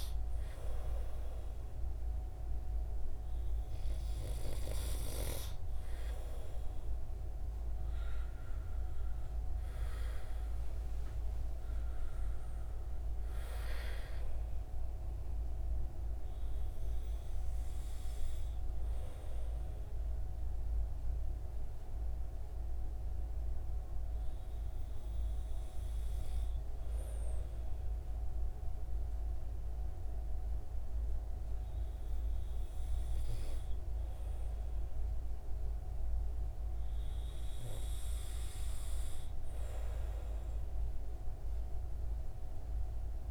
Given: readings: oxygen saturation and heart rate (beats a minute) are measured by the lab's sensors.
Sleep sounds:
breathing in sleep, hard to hear, by a room microphone; none
none scored
From the record:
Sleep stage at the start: N2 (light sleep); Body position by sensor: on the right side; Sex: male

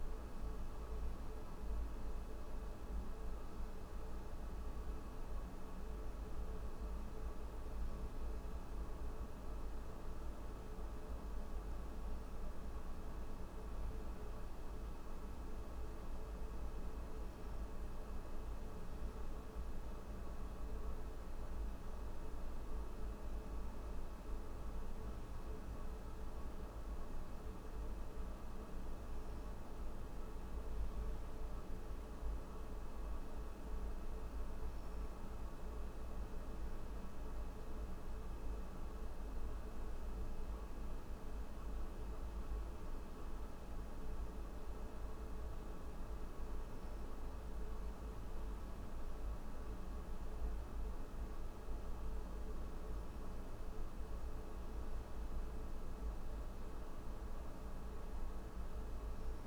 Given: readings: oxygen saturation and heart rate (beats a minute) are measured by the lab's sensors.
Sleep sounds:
breathing in sleep, hard to hear, by a room microphone; none
none scored
From the record:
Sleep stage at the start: N3 (deep sleep); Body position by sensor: on the back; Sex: male

